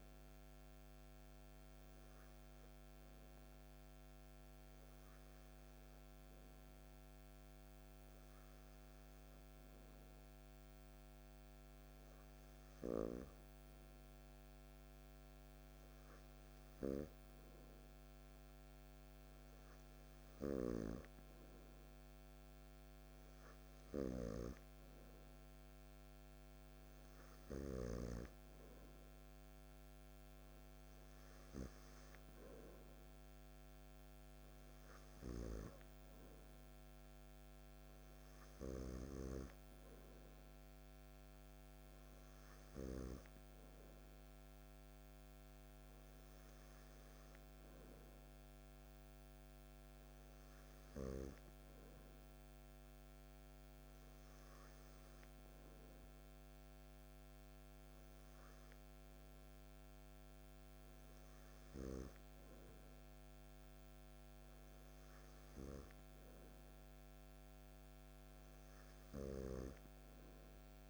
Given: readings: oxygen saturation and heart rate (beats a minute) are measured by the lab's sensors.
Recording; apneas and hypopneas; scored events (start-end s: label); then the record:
breathing in sleep by a microphone on the trachea; none
none scored
From the record:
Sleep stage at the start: N2 (light sleep); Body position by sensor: on the back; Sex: male